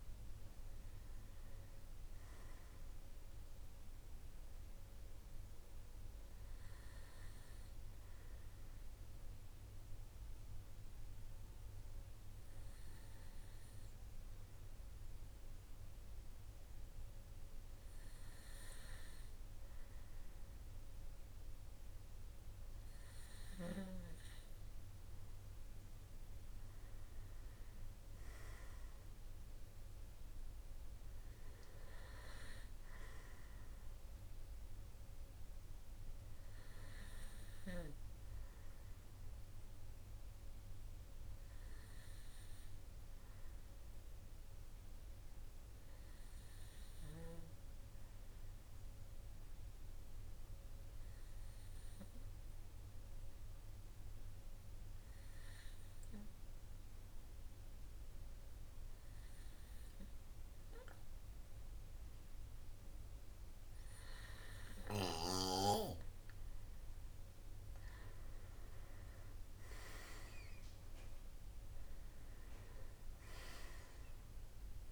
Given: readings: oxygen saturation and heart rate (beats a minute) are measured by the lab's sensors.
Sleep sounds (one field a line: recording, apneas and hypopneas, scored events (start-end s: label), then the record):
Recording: breathing in sleep by a room microphone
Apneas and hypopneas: 2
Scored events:
5.00-23.50 s: obstructive apnea (oxygen 99% before, 94% lowest, heart rate 56 before, 49 extreme, up 8 after)
25.50-30.00 s: arousal
38.50-60.50 s: obstructive apnea (oxygen 98% before, 94% lowest, heart rate 55 before, 49 extreme, up 3 after)
65.00-67.50 s: arousal
From the record:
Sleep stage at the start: N2 (light sleep)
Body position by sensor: on the right side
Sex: male